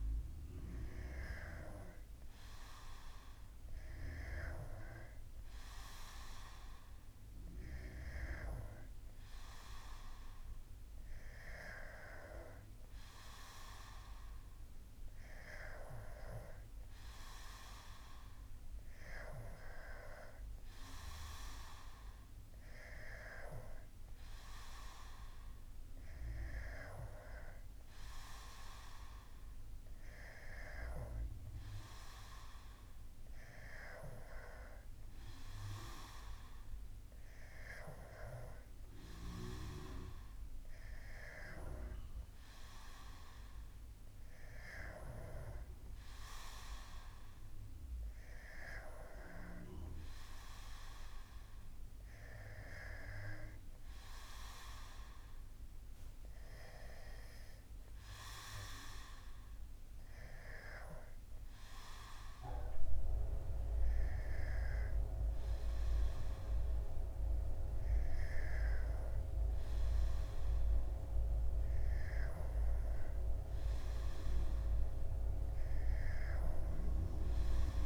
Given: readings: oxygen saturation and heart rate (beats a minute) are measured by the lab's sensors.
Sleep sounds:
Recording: breathing in sleep by a room microphone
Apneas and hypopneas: none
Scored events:
none scored
From the record:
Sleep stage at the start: N2 (light sleep)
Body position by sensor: on the back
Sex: male

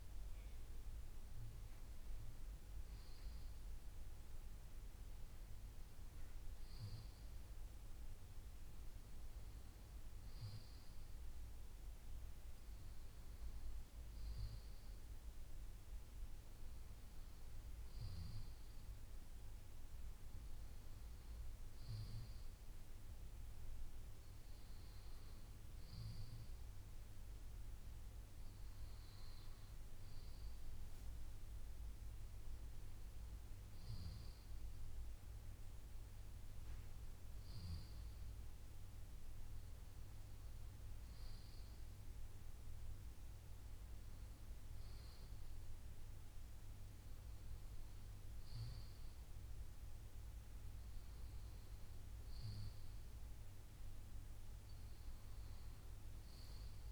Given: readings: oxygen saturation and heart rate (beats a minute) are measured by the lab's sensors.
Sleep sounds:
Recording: breathing in sleep, hard to hear, by a room microphone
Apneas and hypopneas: none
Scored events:
none scored
From the record:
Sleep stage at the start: N2 (light sleep)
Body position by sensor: on the left side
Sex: male

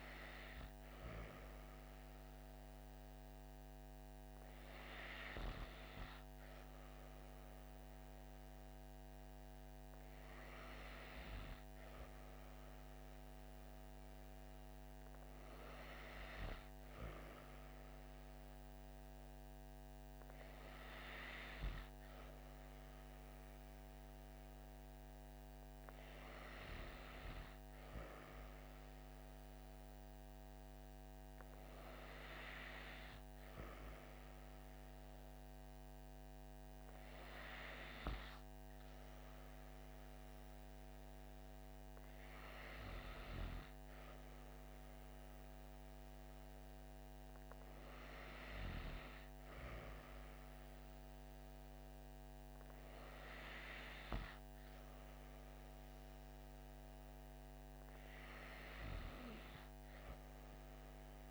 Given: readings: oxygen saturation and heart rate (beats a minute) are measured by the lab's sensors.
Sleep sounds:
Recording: breathing in sleep by a microphone on the trachea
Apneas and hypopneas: none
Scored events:
none scored
From the record:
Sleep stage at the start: N2 (light sleep)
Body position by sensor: on the back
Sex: female

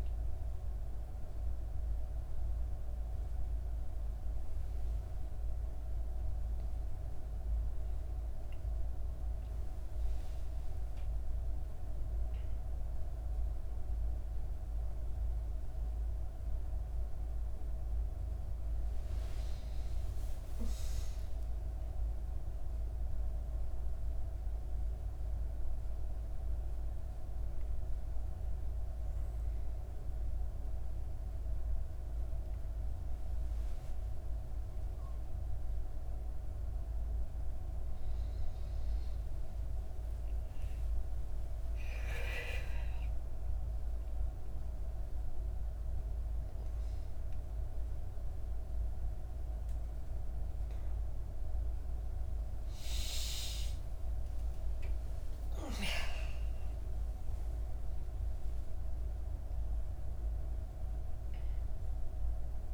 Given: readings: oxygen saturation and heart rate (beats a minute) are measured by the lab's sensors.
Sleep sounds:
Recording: a person awake in a sleep study, hard to hear, by a room microphone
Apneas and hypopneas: none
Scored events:
none scored
From the record:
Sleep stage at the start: awake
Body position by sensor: on the back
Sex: female

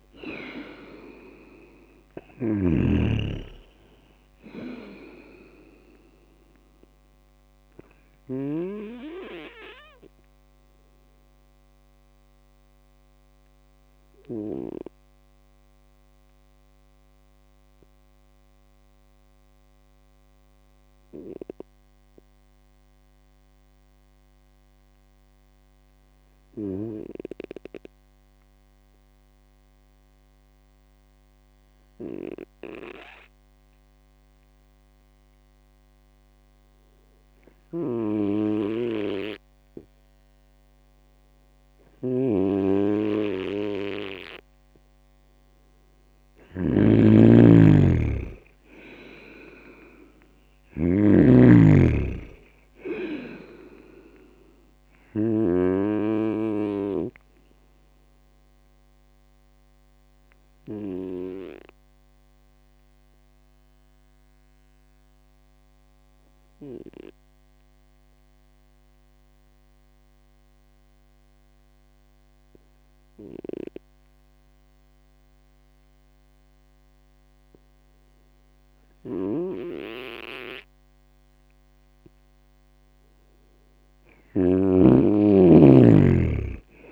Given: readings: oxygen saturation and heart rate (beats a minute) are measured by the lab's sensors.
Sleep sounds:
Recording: breathing in sleep by a microphone on the trachea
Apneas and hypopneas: 2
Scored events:
0.00-3.00 s: snoring (device-marked)
9.50-42.00 s: obstructive apnea (oxygen 99% before, 95% lowest, heart rate 65 before, 57 extreme)
37.50-55.50 s: snoring (device-marked)
44.50-48.00 s: arousal
61.50-82.50 s: obstructive apnea (oxygen 99% before, 95% lowest, heart rate 67 before, 63 extreme, up 4 after)
79.00-84.50 s: snoring (device-marked)
From the record:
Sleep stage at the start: N2 (light sleep)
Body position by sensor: on the right side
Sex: male

